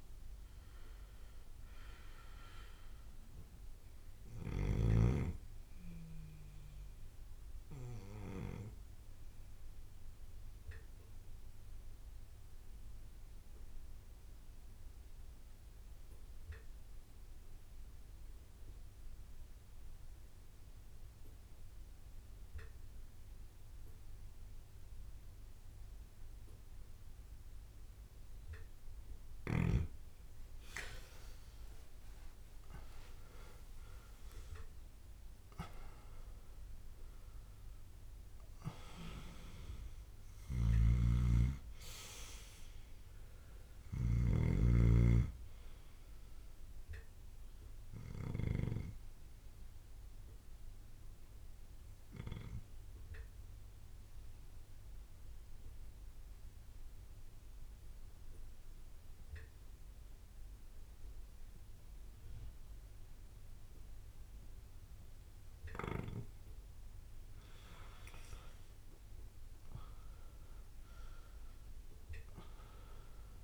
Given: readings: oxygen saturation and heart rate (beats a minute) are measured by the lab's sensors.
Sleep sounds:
breathing in sleep by a room microphone; 2
0.00-15.50 s: oxygen desaturation (device-marked, oxygen 93% lowest)
7.00-28.50 s: obstructive apnea (oxygen 99% before, 92% lowest)
31.00-36.00 s: arousal
32.00-34.00 s: long interval between heartbeats (device-marked)
32.50-57.50 s: bradycardia (device-marked)
40.50-48.50 s: snoring (device-marked)
42.50-44.50 s: oxygen desaturation (device-marked, oxygen 97% before, 93% lowest)
46.50-56.50 s: oxygen desaturation (device-marked, oxygen 97% before, 92% lowest)
49.50-66.00 s: obstructive apnea (oxygen 99% before, 92% lowest)
67.00-71.00 s: arousal
71.50-73.44 s: oxygen desaturation (device-marked, oxygen 99% before, 93% lowest)
From the record:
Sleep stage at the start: N2 (light sleep); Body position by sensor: on the back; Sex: male

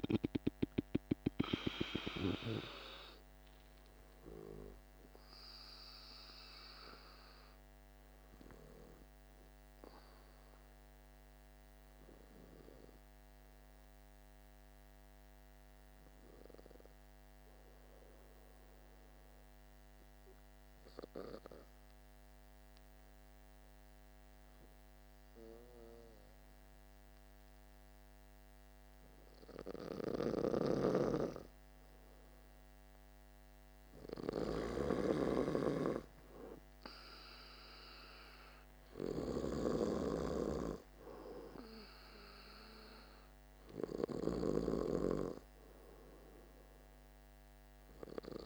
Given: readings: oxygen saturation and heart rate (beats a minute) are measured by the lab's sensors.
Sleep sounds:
breathing in sleep by a microphone on the trachea; 1
0.00-17.00 s: oxygen desaturation (device-marked, oxygen 91% lowest, heart rate 47 extreme)
10.00-28.50 s: hypopnea (oxygen 97% before, 92% lowest, heart rate 56 before, 47 extreme, up 3 after)
30.00-44.00 s: snoring (device-marked)
31.00-34.50 s: arousal
35.00-48.45 s: oxygen desaturation (device-marked, oxygen 98% before, 92% lowest, heart rate 49 before, 50 extreme)
From the record:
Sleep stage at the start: N2 (light sleep); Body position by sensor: on the back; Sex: male

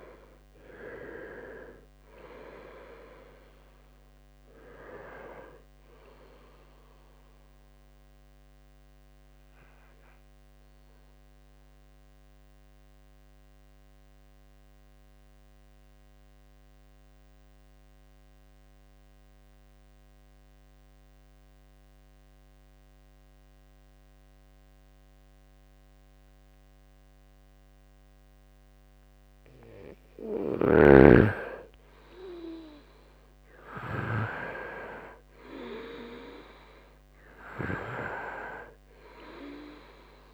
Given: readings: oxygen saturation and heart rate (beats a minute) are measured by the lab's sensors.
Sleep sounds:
breathing in sleep by a microphone on the trachea; 1
0.00-26.00 s: oxygen desaturation (device-marked, oxygen 96% before, 87% lowest, heart rate 68 before, 58 extreme)
7.50-28.50 s: mixed apnea (oxygen 97% before, 85% lowest, heart rate 71 before, 58 extreme, up 2 after)
28.00-40.34 s: oxygen desaturation (device-marked, oxygen 99% before, 86% lowest, heart rate 67 before, 58 extreme)
31.00-35.00 s: arousal
33.00-36.00 s: bradycardia (device-marked, heart rate 68 before, 68 extreme)
34.50-36.50 s: long interval between heartbeats (device-marked, heart rate 68 before, 69 extreme)
From the record:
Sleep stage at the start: N2 (light sleep); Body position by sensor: on the right side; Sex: male

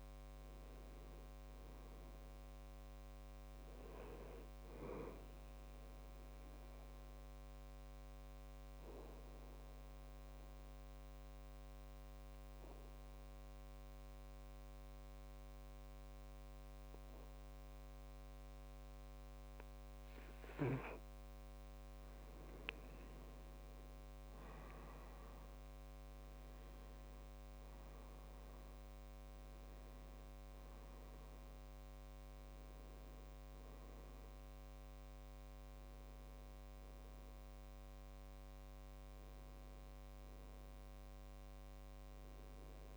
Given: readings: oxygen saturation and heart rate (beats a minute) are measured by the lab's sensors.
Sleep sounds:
breathing in sleep, hard to hear, by a microphone on the trachea; 1
0.00-9.50 s: oxygen desaturation (device-marked, oxygen 91% lowest, heart rate 65 extreme)
7.00-22.00 s: obstructive apnea (oxygen 98% before, 93% lowest, heart rate 72 before, 65 extreme, up 6 after)
24.50-29.50 s: arousal
27.50-42.96 s: oxygen desaturation (device-marked, oxygen 98% before, 93% lowest, heart rate 67 before, 68 extreme)
From the record:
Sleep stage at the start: N2 (light sleep); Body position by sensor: on the back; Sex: male

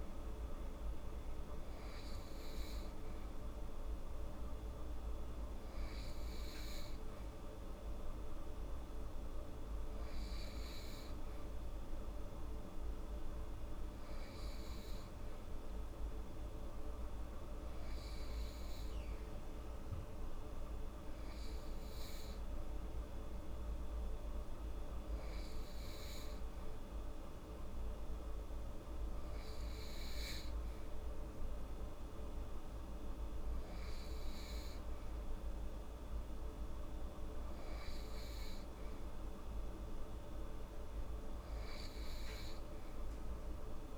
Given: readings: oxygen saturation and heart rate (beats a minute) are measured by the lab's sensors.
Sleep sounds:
breathing in sleep, hard to hear, by a room microphone; none
none scored
From the record:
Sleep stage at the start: N2 (light sleep); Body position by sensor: on the right side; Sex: female

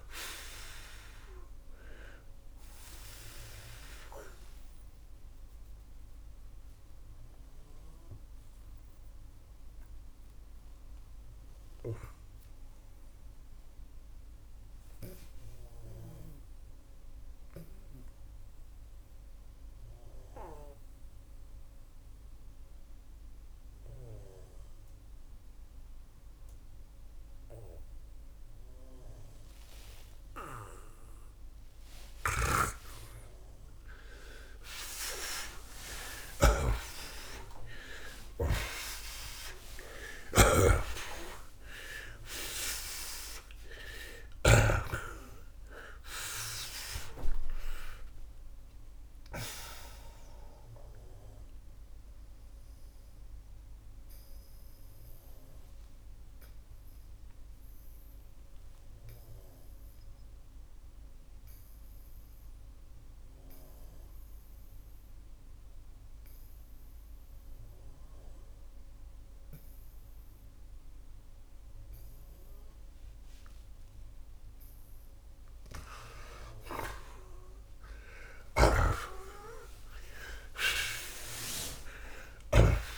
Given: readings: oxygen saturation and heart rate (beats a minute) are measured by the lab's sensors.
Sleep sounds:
breathing in sleep by a room microphone; 2
1.50-37.50 s: oxygen desaturation (device-marked, oxygen 93% before, 79% lowest, heart rate 106 before, 55 extreme)
4.00-31.00 s: obstructive apnea (oxygen 93% before, 79% lowest, heart rate 109 before, 55 extreme, up 39 after)
33.50-40.50 s: arousal
39.50-44.50 s: snoring (device-marked)
43.50-80.50 s: oxygen desaturation (device-marked, oxygen 93% before, 80% lowest, heart rate 77 before, 62 extreme)
52.50-74.50 s: obstructive apnea (oxygen 93% before, 80% lowest, heart rate 99 before, 62 extreme, up 23 after)
78.00-82.50 s: snoring (device-marked)
78.50-82.98 s: arousal
From the record:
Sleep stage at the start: N2 (light sleep); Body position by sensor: on the back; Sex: male

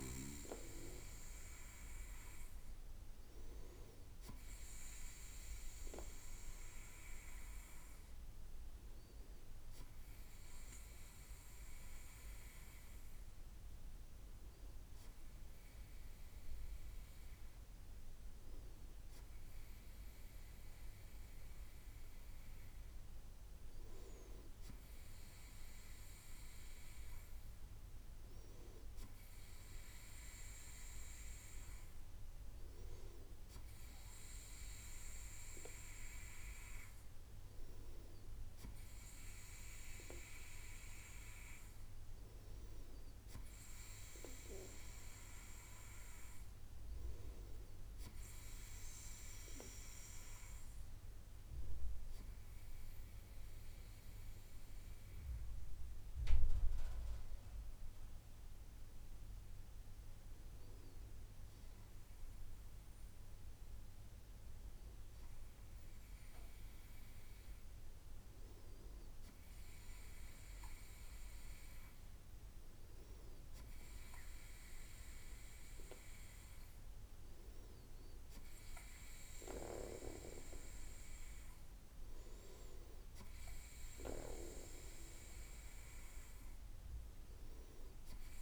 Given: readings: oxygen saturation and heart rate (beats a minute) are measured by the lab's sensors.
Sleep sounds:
breathing in sleep by a room microphone; none
none scored
From the record:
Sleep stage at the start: N2 (light sleep); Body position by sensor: on the right side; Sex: male

